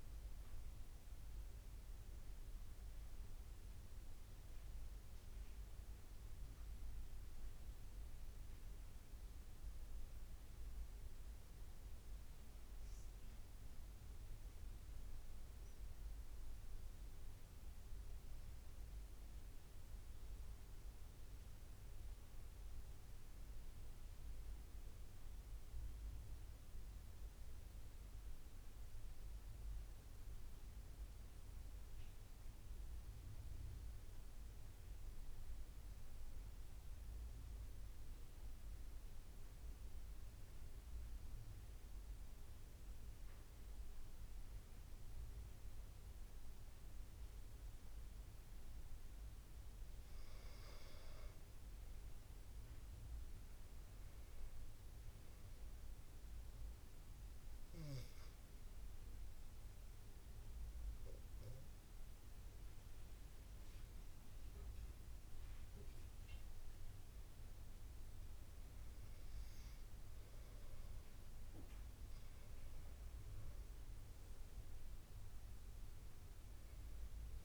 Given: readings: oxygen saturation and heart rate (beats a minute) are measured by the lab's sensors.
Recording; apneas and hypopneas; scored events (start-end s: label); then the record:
breathing in sleep, hard to hear, by a room microphone; 2
0.00-1.50 s: oxygen desaturation (device-marked, oxygen 89% lowest, heart rate 69 extreme)
3.00-13.50 s: central apnea (oxygen 95% before, 90% lowest, heart rate 80 before, 64 extreme, up 11 after)
15.50-20.00 s: arousal
16.50-39.50 s: oxygen desaturation (device-marked, oxygen 98% before, 90% lowest, heart rate 77 before, 64 extreme)
29.00-44.00 s: hypopnea (oxygen 98% before, 90% lowest, heart rate 84 before, 66 extreme, up 16 after)
45.50-49.00 s: arousal
54.50-64.50 s: oxygen desaturation (device-marked, oxygen 95% before, 90% lowest, heart rate 77 before, 69 extreme)
73.00-76.00 s: arousal
From the record:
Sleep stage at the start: N2 (light sleep); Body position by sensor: on the back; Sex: male